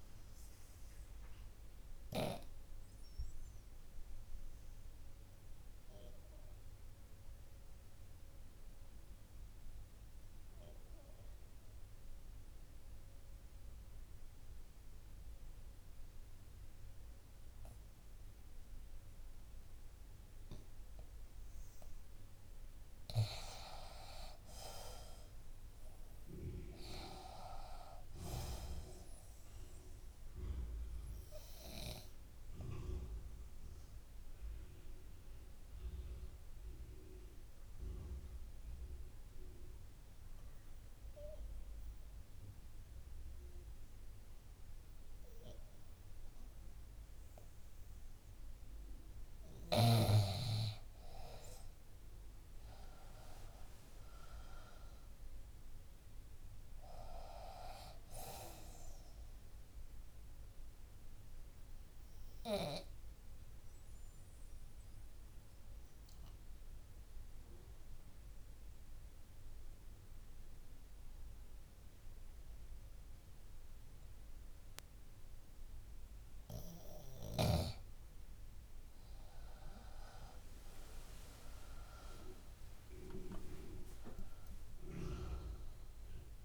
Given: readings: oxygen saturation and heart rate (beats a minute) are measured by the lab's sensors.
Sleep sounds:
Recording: breathing in sleep by a room microphone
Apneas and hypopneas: 3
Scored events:
0.00-17.00 s: oxygen desaturation (device-marked, oxygen 73% lowest, heart rate 60 extreme)
1.50-21.50 s: obstructive apnea (oxygen 97% before, 73% lowest, heart rate 62 before, 60 extreme, up 9 after)
23.50-27.00 s: arousal
26.00-48.00 s: oxygen desaturation (device-marked, oxygen 97% before, 74% lowest, heart rate 62 before, 57 extreme)
31.00-48.00 s: obstructive apnea (oxygen 97% before, 74% lowest, heart rate 63 before, 57 extreme, up 9 after)
50.00-77.00 s: oxygen desaturation (device-marked, oxygen 97% before, 75% lowest, heart rate 62 before, 57 extreme)
50.50-55.00 s: arousal
60.00-76.00 s: obstructive apnea (oxygen 97% before, 75% lowest, heart rate 64 before, 57 extreme, up 13 after)
78.50-83.00 s: arousal
79.00-86.45 s: oxygen desaturation (device-marked, oxygen 97% before, 79% lowest, heart rate 60 before, 60 extreme)
From the record:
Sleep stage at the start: N2 (light sleep)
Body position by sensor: on the left side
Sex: female

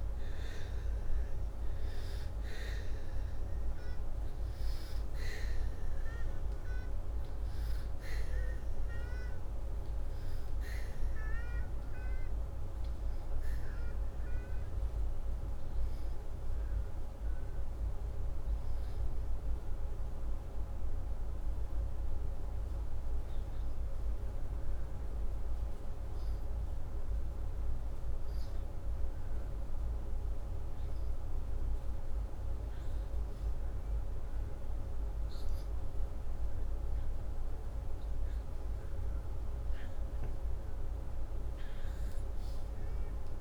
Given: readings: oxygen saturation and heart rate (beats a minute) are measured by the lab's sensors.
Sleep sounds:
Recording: breathing in sleep, hard to hear, by a room microphone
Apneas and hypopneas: 1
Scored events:
5.50-17.00 s: hypopnea (oxygen 97% before, 91% lowest, heart rate 90 before, 79 extreme, up 2 after)
19.50-22.50 s: arousal
From the record:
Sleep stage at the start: REM sleep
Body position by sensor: upright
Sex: male

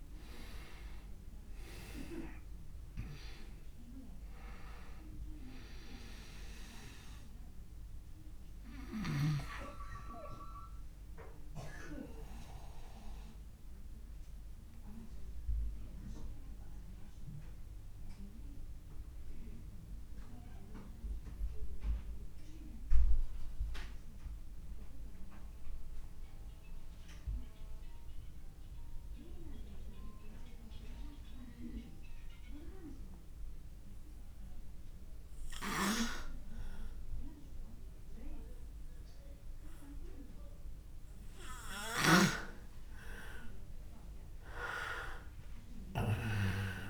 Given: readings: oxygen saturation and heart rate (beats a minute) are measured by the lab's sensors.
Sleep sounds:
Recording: breathing in sleep by a room microphone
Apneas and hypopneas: 1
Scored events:
0.00-27.00 s: oxygen desaturation (device-marked, oxygen 82% lowest)
10.50-40.00 s: obstructive apnea (oxygen 96% before, 82% lowest)
42.00-45.00 s: arousal
From the record:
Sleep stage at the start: N2 (light sleep)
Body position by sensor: on the back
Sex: male

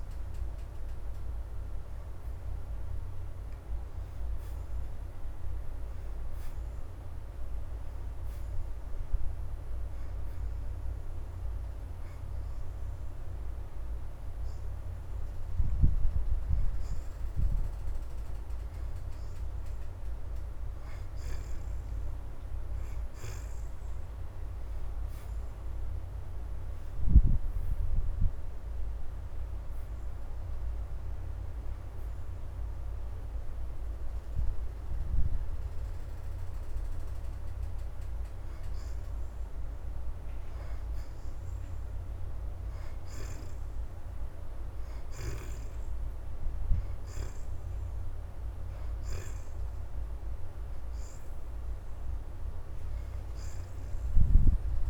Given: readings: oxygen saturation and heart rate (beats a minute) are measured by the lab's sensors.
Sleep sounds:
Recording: breathing in sleep, hard to hear, by a room microphone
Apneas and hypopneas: none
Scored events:
0.00-8.50 s: oxygen desaturation (device-marked, oxygen 65% lowest, heart rate 79 extreme)
10.50-22.50 s: oxygen desaturation (device-marked, oxygen 78% before, 68% lowest, heart rate 83 before, 79 extreme)
27.50-45.50 s: oxygen desaturation (device-marked, oxygen 79% before, 65% lowest, heart rate 82 before, 80 extreme)
51.50-54.90 s: oxygen desaturation (device-marked, oxygen 77% before, 70% lowest, heart rate 82 before, 78 extreme)
From the record:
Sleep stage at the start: N2 (light sleep)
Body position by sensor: on the back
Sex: female

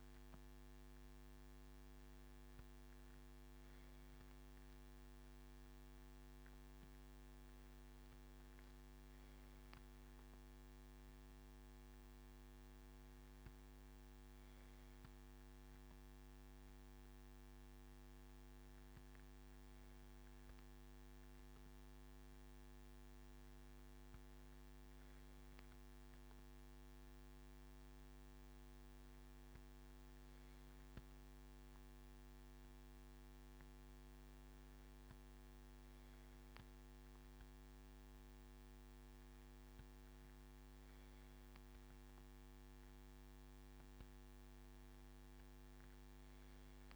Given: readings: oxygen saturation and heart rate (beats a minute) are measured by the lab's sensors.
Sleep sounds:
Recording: breathing in sleep, hard to hear, by a microphone on the trachea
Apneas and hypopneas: none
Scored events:
none scored
From the record:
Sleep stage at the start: N2 (light sleep)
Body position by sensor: on the left side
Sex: male

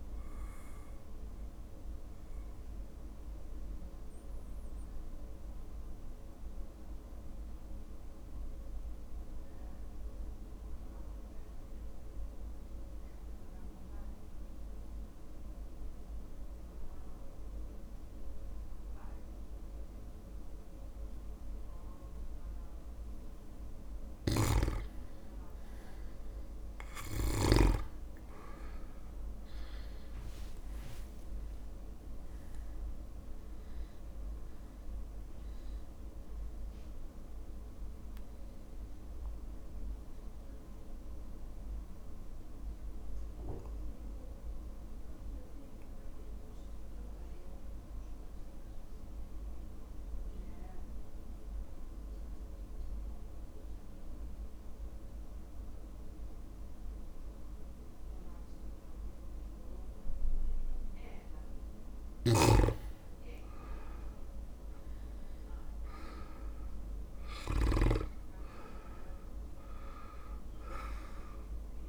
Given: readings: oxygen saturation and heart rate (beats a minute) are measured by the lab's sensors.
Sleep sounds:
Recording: breathing in sleep, hard to hear, by a room microphone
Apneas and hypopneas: 2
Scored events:
0.00-20.50 s: oxygen desaturation (device-marked, oxygen 92% lowest, heart rate 48 extreme)
0.50-22.50 s: mixed apnea (oxygen 100% before, 92% lowest, heart rate 54 before, 48 extreme)
13.00-15.00 s: long interval between heartbeats (device-marked, heart rate 54 before, 60 extreme)
15.50-17.50 s: long interval between heartbeats (device-marked, heart rate 54 before, 67 extreme)
24.50-28.00 s: snoring (device-marked)
26.50-31.00 s: arousal
30.50-41.50 s: drop in pulse transit time (device-marked, heart rate 57 before, 50 extreme)
31.00-33.00 s: long interval between heartbeats (device-marked, heart rate 57 before, 70 extreme)
34.50-57.50 s: oxygen desaturation (device-marked, oxygen 99% before, 93% lowest, heart rate 60 before, 49 extreme)
36.50-71.89 s: new sleep stage, REM sleep
39.00-62.50 s: mixed apnea (oxygen 99% before, 91% lowest, heart rate 60 before, 50 extreme, up 0 after)
62.00-68.00 s: snoring (device-marked)
65.00-68.00 s: arousal
From the record:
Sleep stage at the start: N2 (light sleep)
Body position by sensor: on the back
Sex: male

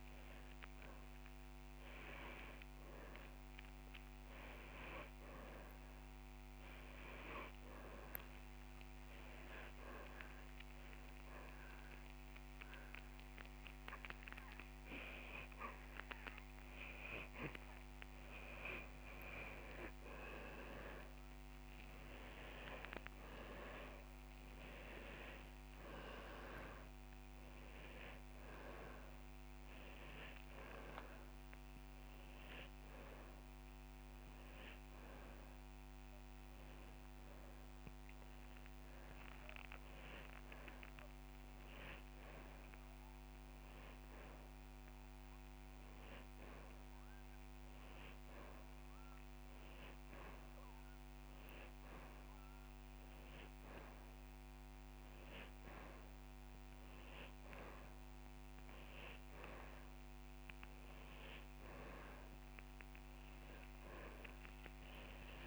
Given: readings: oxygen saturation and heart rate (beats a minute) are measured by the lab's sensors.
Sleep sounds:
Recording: breathing in sleep by a microphone on the trachea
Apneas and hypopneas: none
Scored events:
2.50-4.50 s: long interval between heartbeats (device-marked)
7.50-9.50 s: long interval between heartbeats (device-marked)
7.50-17.50 s: drop in pulse transit time (device-marked)
16.50-18.50 s: long interval between heartbeats (device-marked)
21.50-23.50 s: long interval between heartbeats (device-marked)
22.50-27.50 s: arousal
26.00-28.00 s: long interval between heartbeats (device-marked)
31.50-49.50 s: oxygen desaturation (device-marked, oxygen 99% before, 94% lowest)
35.00-37.00 s: long interval between heartbeats (device-marked)
36.50-53.50 s: drop in pulse transit time (device-marked)
38.00-40.00 s: long interval between heartbeats (device-marked)
40.00-42.00 s: long interval between heartbeats (device-marked)
44.50-46.50 s: long interval between heartbeats (device-marked, heart rate 30 before, 49 extreme)
49.50-51.50 s: long interval between heartbeats (device-marked, heart rate 35 before, 37 extreme)
54.00-56.00 s: long interval between heartbeats (device-marked, heart rate 38 before, 25 extreme)
59.50-61.50 s: long interval between heartbeats (device-marked, heart rate 37 before, 29 extreme)
From the record:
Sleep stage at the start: N2 (light sleep)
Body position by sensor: upright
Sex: male

